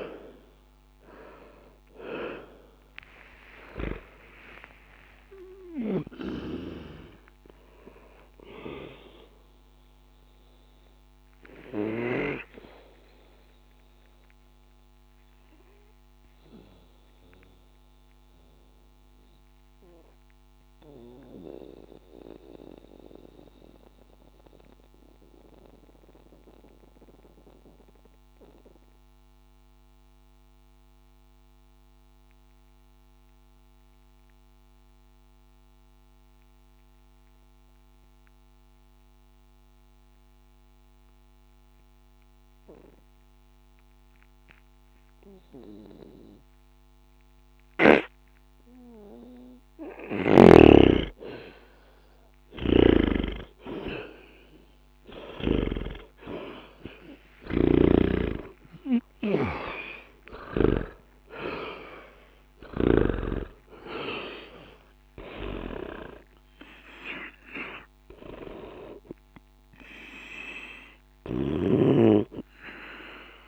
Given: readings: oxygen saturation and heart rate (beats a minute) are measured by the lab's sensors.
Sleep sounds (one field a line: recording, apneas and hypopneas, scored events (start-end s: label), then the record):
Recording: breathing in sleep by a microphone on the trachea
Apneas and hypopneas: 1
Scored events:
0.00-37.00 s: oxygen desaturation (device-marked, oxygen 77% lowest, heart rate 59 extreme)
10.50-51.00 s: obstructive apnea (oxygen 97% before, 77% lowest, heart rate 60 before, 59 extreme, up 0 after)
52.50-58.00 s: snoring (device-marked)
53.50-59.00 s: arousal
57.00-70.00 s: oxygen desaturation (device-marked, oxygen 97% before, 92% lowest, heart rate 60 before, 60 extreme)
From the record:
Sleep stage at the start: N2 (light sleep)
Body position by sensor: on the back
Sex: male